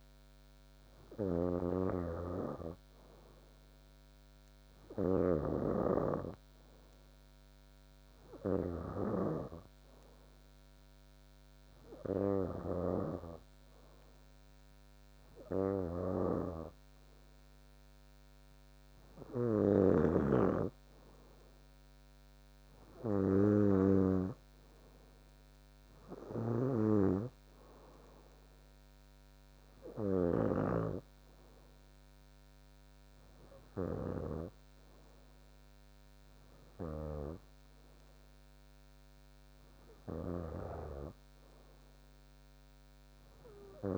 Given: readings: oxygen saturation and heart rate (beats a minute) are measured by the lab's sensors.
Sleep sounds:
breathing in sleep by a microphone on the trachea; none
0.00-30.50 s: snoring (device-marked)
40.00-43.98 s: snoring (device-marked)
From the record:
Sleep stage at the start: N2 (light sleep); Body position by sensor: on the back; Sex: female

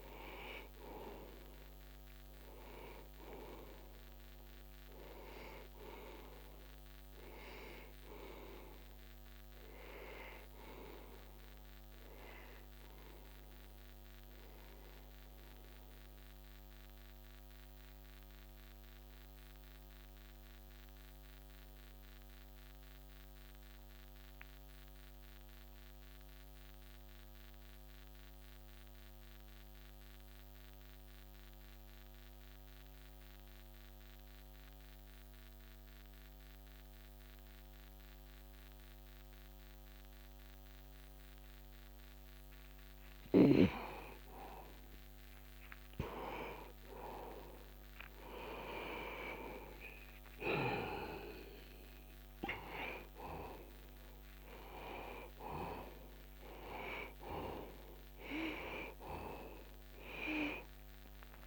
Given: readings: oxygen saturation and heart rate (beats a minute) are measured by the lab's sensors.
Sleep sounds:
breathing in sleep by a microphone on the trachea; 1
0.00-28.00 s: oxygen desaturation (device-marked, oxygen 82% lowest, heart rate 60 extreme)
15.50-44.00 s: mixed apnea (oxygen 97% before, 81% lowest, heart rate 61 before, 60 extreme, up 0 after)
44.50-48.50 s: arousal
49.00-61.47 s: oxygen desaturation (device-marked, oxygen 97% before, 81% lowest, heart rate 60 before, 60 extreme)
From the record:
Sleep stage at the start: N2 (light sleep); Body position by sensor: on the back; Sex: male

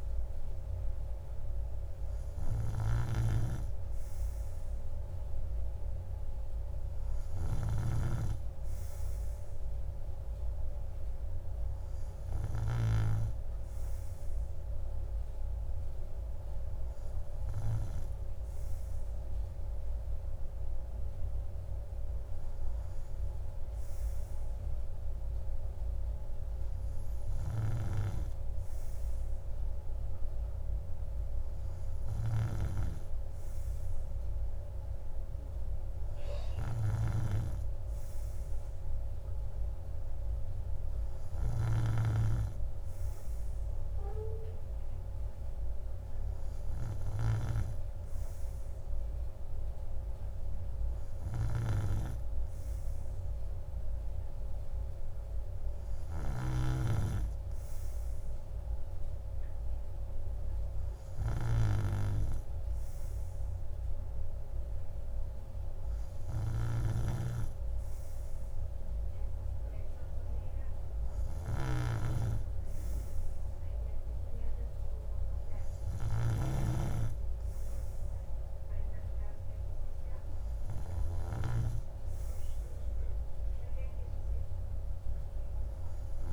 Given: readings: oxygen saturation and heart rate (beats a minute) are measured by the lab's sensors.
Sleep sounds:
breathing in sleep by a room microphone; none
none scored
From the record:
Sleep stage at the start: N2 (light sleep); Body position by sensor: on the right side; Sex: male

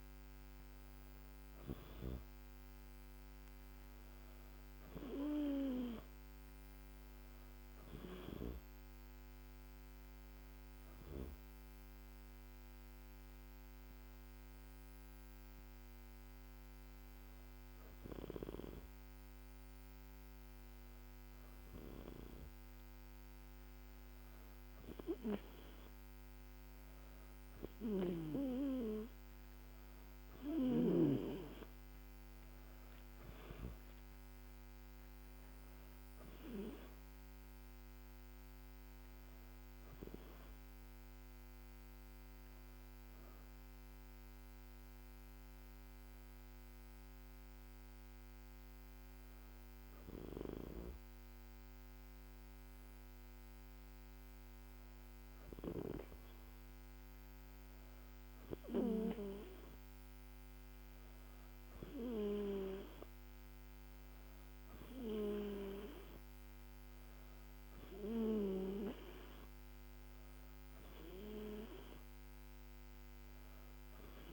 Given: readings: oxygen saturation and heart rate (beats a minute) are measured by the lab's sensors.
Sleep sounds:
breathing in sleep by a microphone on the trachea; 2
9.50-21.50 s: hypopnea (oxygen 97% before, 95% lowest, heart rate 76 before, 73 extreme, up 4 after)
24.00-27.50 s: arousal
42.00-53.50 s: hypopnea (oxygen 97% before, 95% lowest, heart rate 77 before, 73 extreme, up 3 after)
56.50-61.00 s: arousal
From the record:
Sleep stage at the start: N2 (light sleep); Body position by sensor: on the back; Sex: female

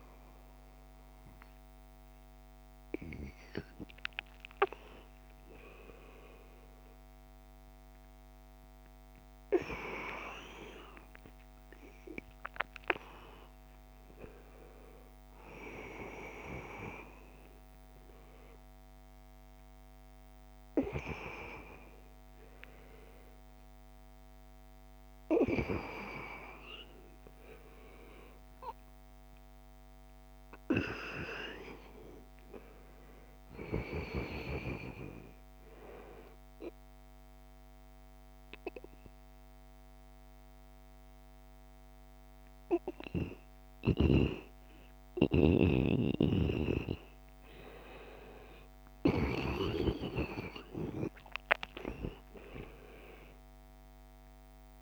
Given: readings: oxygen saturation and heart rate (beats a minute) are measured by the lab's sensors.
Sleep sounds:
a person awake in a sleep study, by a microphone on the trachea; 1
0.00-4.50 s: oxygen desaturation (device-marked, oxygen 91% lowest, heart rate 93 extreme)
11.00-13.00 s: long interval between heartbeats (device-marked, heart rate 101 before, 108 extreme)
36.50-47.00 s: obstructive apnea (oxygen 96% before, 89% lowest, heart rate 94 before, 89 extreme, up 4 after)
36.50-54.82 s: new sleep stage, N1 (lightest sleep)
48.50-53.00 s: arousal
From the record:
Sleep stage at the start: awake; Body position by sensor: on the back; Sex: male

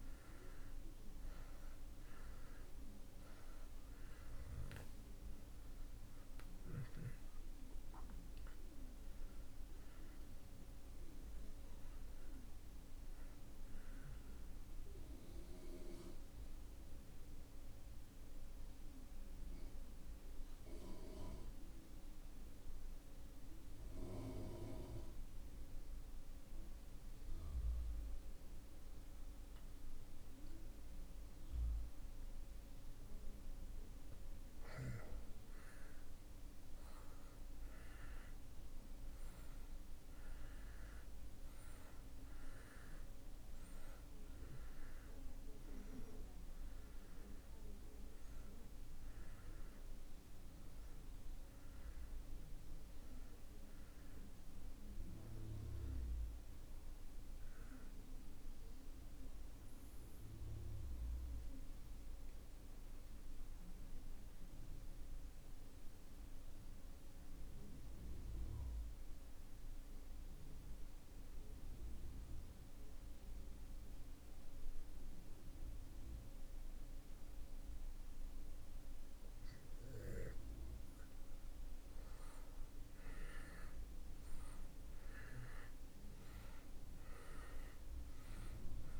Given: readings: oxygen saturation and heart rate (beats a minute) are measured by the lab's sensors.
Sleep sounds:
breathing in sleep by a room microphone; 2
0.00-32.50 s: oxygen desaturation (device-marked, oxygen 80% lowest)
16.00-33.00 s: mixed apnea (oxygen 97% before, 80% lowest)
35.50-38.50 s: arousal
42.50-72.50 s: oxygen desaturation (device-marked, oxygen 97% before, 80% lowest)
58.00-80.00 s: mixed apnea (oxygen 97% before, 78% lowest)
82.50-87.00 s: arousal
86.50-88.99 s: oxygen desaturation (device-marked, oxygen 96% before, 78% lowest)
From the record:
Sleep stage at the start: N2 (light sleep); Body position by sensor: on the back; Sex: male

